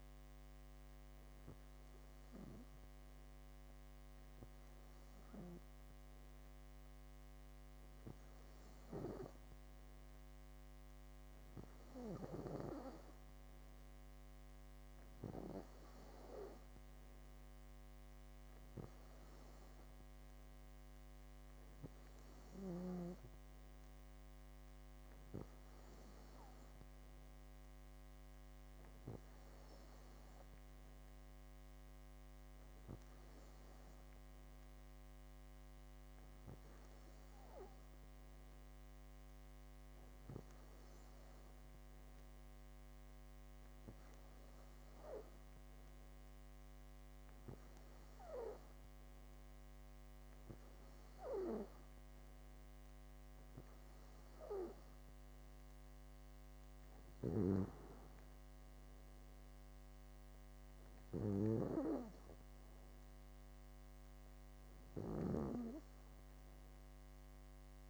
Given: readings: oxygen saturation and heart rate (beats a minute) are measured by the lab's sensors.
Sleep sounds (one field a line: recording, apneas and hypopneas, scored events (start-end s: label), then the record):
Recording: breathing in sleep by a microphone on the trachea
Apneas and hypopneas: none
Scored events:
63.50-67.50 s: bradycardia (device-marked, heart rate 65 before, 59 extreme)
From the record:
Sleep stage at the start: N2 (light sleep)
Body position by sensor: on the back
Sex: female